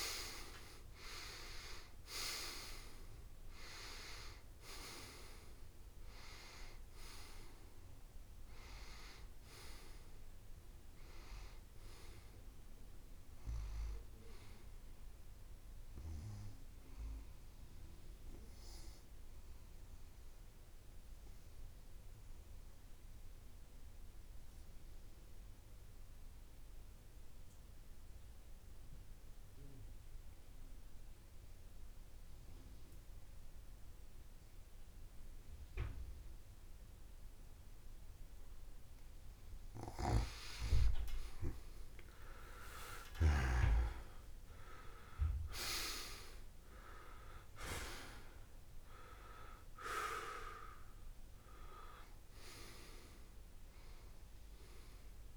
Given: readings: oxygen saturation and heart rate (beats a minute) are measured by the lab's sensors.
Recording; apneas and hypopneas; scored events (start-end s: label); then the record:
breathing in sleep by a room microphone; 1
0.00-4.00 s: oxygen desaturation (device-marked, oxygen 88% lowest)
6.00-13.00 s: oxygen desaturation (device-marked, oxygen 93% before, 88% lowest)
18.00-39.50 s: obstructive apnea (oxygen 93% before, 88% lowest)
40.50-45.00 s: arousal
46.00-55.37 s: oxygen desaturation (device-marked, oxygen 99% before, 91% lowest)
From the record:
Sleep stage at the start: N2 (light sleep); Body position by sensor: on the back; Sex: male